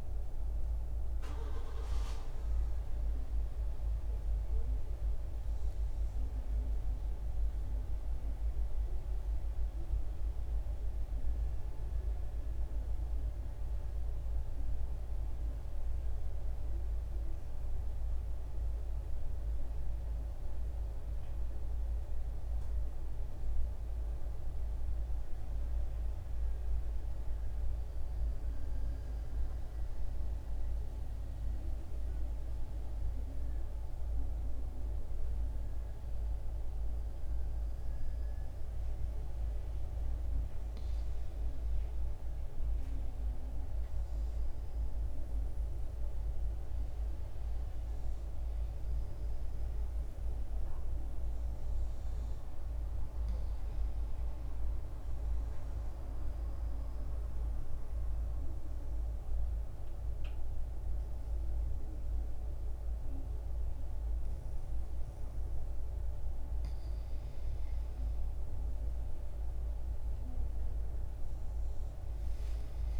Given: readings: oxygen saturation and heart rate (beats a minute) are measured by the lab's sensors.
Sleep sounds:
a person partly awake in a sleep study, hard to hear, by a room microphone; 1
28.00-73.00 s: new sleep stage, N1 (lightest sleep)
56.00-67.50 s: obstructive apnea (oxygen 94% before, 85% lowest, heart rate 65 before, 63 extreme, up 3 after)
69.00-73.00 s: arousal
72.00-73.00 s: oxygen desaturation (device-marked, oxygen 93% before, 85% lowest, heart rate 64 before, 61 extreme)
From the record:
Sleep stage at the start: awake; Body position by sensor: on the right side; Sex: male

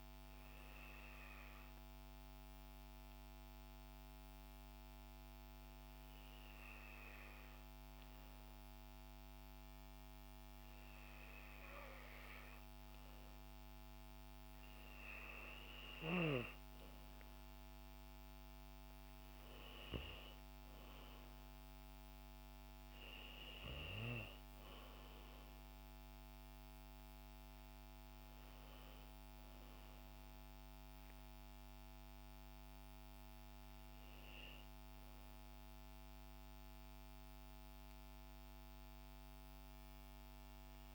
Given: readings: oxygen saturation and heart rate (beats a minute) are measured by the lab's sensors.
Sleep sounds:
breathing in sleep by a microphone on the trachea; 1
1.00-12.00 s: hypopnea (oxygen 93% before, 91% lowest, heart rate 59 before, 59 extreme, up 46 after)
17.50-21.50 s: arousal
From the record:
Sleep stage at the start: N2 (light sleep); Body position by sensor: on the back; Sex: female

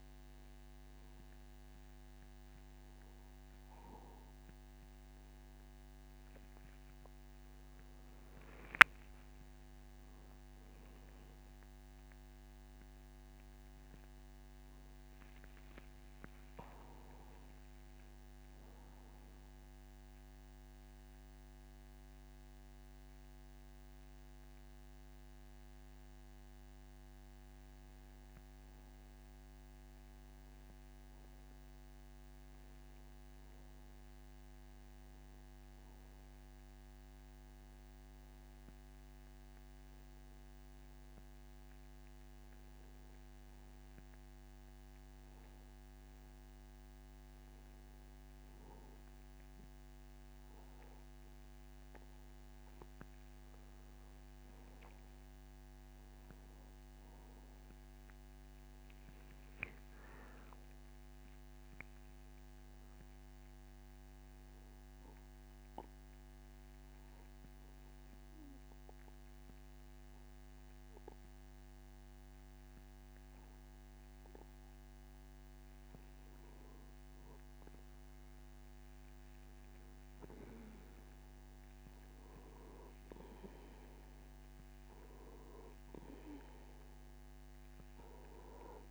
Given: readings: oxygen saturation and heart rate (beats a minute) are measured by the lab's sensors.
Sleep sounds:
a person awake in a sleep study, hard to hear, by a microphone on the trachea; 1
55.50-88.91 s: new sleep stage, N2 (light sleep)
65.00-76.50 s: obstructive apnea (oxygen 96% before, 91% lowest)
80.00-83.50 s: arousal
From the record:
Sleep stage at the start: awake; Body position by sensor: on the back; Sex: male

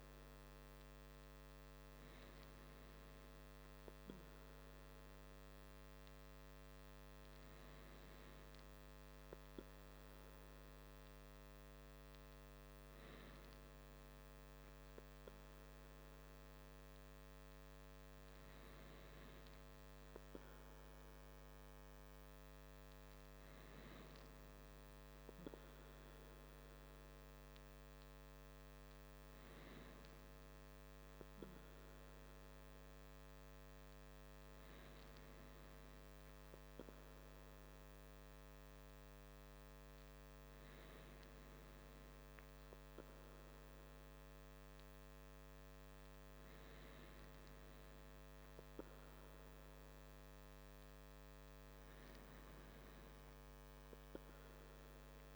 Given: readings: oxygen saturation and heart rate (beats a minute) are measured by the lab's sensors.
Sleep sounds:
breathing in sleep, hard to hear, by a microphone on the trachea; none
none scored
From the record:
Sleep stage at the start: N2 (light sleep); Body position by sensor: on the back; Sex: male

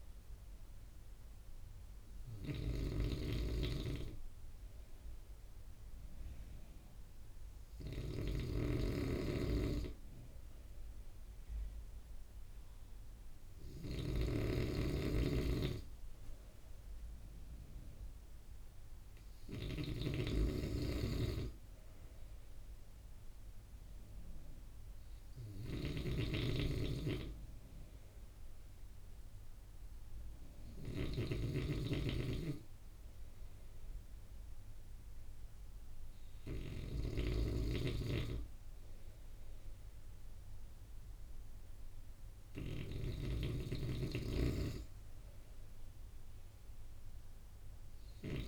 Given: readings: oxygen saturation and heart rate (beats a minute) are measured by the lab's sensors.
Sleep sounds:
breathing in sleep by a room microphone; none
0.00-37.00 s: snoring (device-marked)
43.00-48.48 s: snoring (device-marked)
From the record:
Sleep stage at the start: N2 (light sleep); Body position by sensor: on the right side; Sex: male

